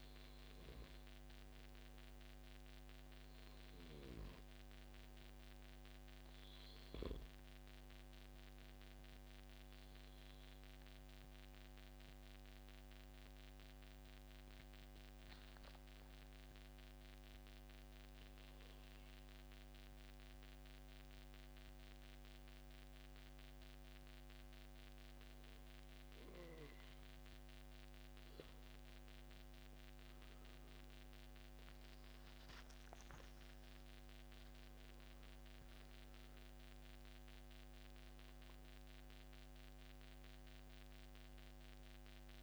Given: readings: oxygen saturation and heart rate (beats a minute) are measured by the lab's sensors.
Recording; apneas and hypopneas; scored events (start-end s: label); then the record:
breathing in sleep, hard to hear, by a microphone on the trachea; 1
0.00-14.00 s: oxygen desaturation (device-marked, oxygen 93% lowest, heart rate 143 extreme)
7.00-26.00 s: obstructive apnea (oxygen 97% before, 91% lowest, heart rate 134 before, 143 extreme, up 2 after)
28.50-32.50 s: arousal
31.00-42.43 s: oxygen desaturation (device-marked, oxygen 97% before, 91% lowest, heart rate 145 before, 103 extreme)
From the record:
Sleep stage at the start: N2 (light sleep); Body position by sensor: on the back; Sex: male